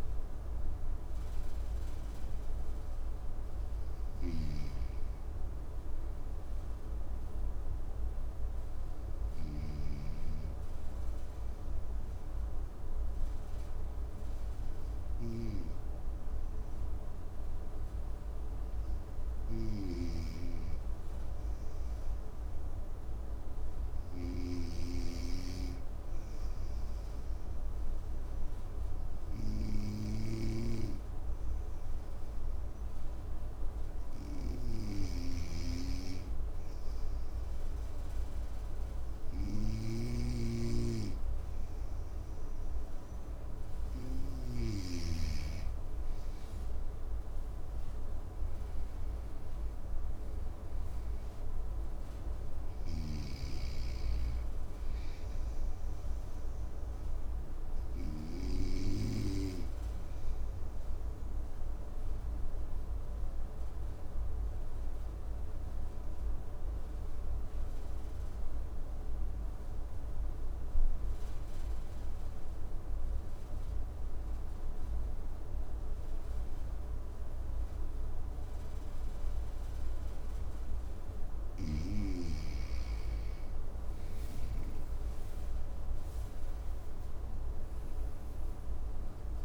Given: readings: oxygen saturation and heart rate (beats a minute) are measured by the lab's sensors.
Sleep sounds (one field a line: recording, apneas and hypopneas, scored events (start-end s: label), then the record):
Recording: breathing in sleep by a room microphone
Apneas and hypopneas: 2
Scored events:
7.50-42.00 s: hypopnea (oxygen 98% before, 94% lowest, heart rate 65 before, 54 extreme, up 5 after)
19.00-24.00 s: snoring (device-marked)
34.50-44.50 s: snoring (device-marked)
47.00-51.00 s: arousal
52.00-58.00 s: snoring (device-marked)
58.00-78.00 s: obstructive apnea (oxygen 98% before, 93% lowest, heart rate 60 before, 56 extreme, up 6 after)
82.50-87.00 s: arousal
86.50-89.45 s: oxygen desaturation (device-marked, oxygen 98% before, 93% lowest, heart rate 57 before, 56 extreme)
From the record:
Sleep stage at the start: N2 (light sleep)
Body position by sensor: on the right side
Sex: male